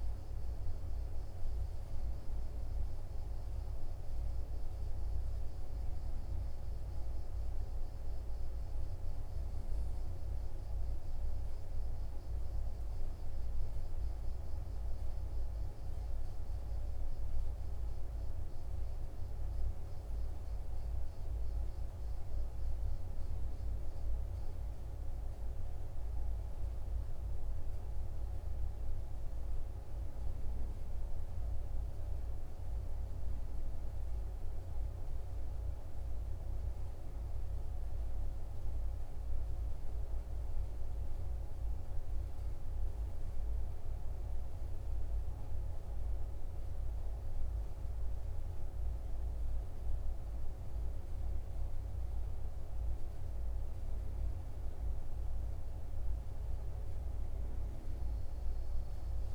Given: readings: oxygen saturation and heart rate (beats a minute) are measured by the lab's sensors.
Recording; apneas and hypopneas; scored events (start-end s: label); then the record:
breathing in sleep, hard to hear, by a room microphone; none
none scored
From the record:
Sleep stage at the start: N1 (lightest sleep); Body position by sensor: on the right side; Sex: male